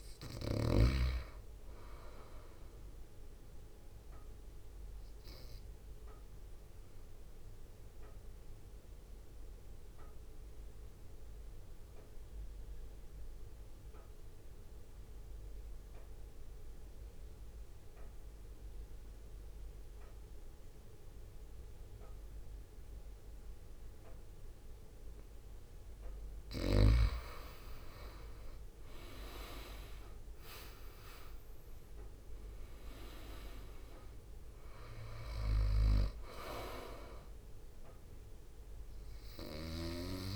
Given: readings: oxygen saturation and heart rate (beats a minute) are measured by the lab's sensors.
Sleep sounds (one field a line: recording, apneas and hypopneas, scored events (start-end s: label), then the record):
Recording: breathing in sleep by a room microphone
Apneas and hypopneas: 1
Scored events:
0.00-1.00 s: snoring (device-marked)
0.00-8.00 s: drop in pulse transit time (device-marked, heart rate 55 extreme)
5.00-26.00 s: obstructive apnea (oxygen 98% before, 90% lowest, heart rate 59 before, 52 extreme, up 1 after)
28.50-32.50 s: arousal
30.00-40.36 s: drop in pulse transit time (device-marked, heart rate 61 before, 52 extreme)
32.00-40.36 s: oxygen desaturation (device-marked, oxygen 96% before, 92% lowest, heart rate 61 before, 52 extreme)
From the record:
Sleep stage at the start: N2 (light sleep)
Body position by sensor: on the right side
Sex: male